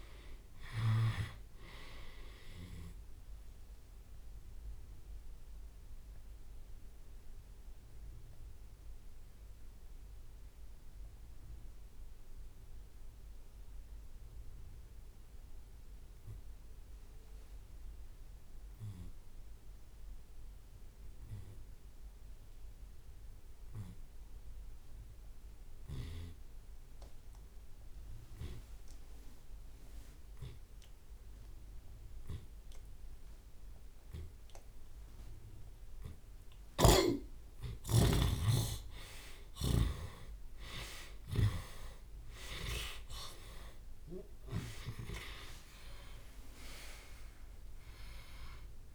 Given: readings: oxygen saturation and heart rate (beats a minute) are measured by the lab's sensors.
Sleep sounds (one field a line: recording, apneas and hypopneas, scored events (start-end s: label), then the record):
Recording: breathing in sleep by a room microphone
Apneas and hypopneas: 1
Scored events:
0.00-16.00 s: drop in pulse transit time (device-marked)
0.00-19.00 s: oxygen desaturation (device-marked, oxygen 75% lowest)
3.50-5.50 s: long interval between heartbeats (device-marked)
4.00-36.00 s: obstructive apnea (oxygen 94% before, 75% lowest)
17.00-19.00 s: long interval between heartbeats (device-marked, heart rate 62 before, 70 extreme)
27.00-32.00 s: tachycardia (device-marked, heart rate 81 before, 105 extreme)
28.50-30.50 s: long interval between heartbeats (device-marked, heart rate 63 before, 73 extreme)
30.50-32.50 s: long interval between heartbeats (device-marked, heart rate 66 before, 105 extreme)
32.50-34.50 s: long interval between heartbeats (device-marked, heart rate 71 before, 125 extreme)
34.00-36.00 s: tachycardia (device-marked, heart rate 81 before, 127 extreme)
35.50-37.50 s: long interval between heartbeats (device-marked, heart rate 81 before, 99 extreme)
36.50-40.00 s: snoring (device-marked)
36.50-41.00 s: arousal
38.50-40.50 s: long interval between heartbeats (device-marked, heart rate 87 before, 88 extreme)
41.50-43.50 s: long interval between heartbeats (device-marked, heart rate 90 before, 90 extreme)
44.50-46.50 s: long interval between heartbeats (device-marked, heart rate 91 before, 65 extreme)
46.50-48.50 s: long interval between heartbeats (device-marked, heart rate 92 before, 61 extreme)
From the record:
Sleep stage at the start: N2 (light sleep)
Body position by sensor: on the left side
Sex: male